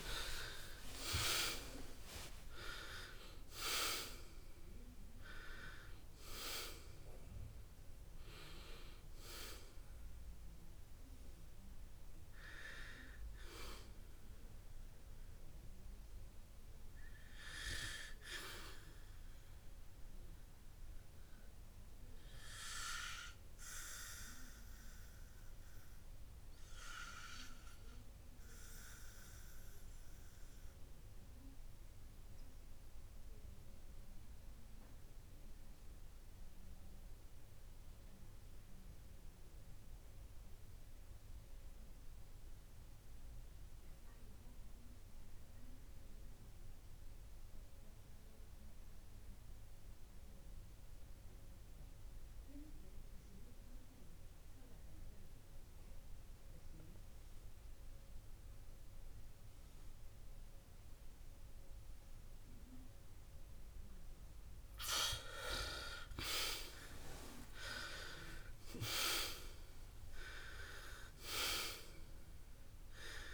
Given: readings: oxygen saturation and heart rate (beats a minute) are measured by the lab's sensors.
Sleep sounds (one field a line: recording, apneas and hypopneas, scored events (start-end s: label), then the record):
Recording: breathing in sleep by a room microphone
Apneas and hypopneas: 1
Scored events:
0.00-2.50 s: arousal
18.00-36.00 s: oxygen desaturation (device-marked, oxygen 96% before, 83% lowest, heart rate 85 before, 47 extreme)
31.50-64.50 s: obstructive apnea (oxygen 96% before, 87% lowest, heart rate 73 before, 47 extreme, up 34 after)
66.50-72.00 s: arousal
From the record:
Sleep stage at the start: REM sleep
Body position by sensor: on the back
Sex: male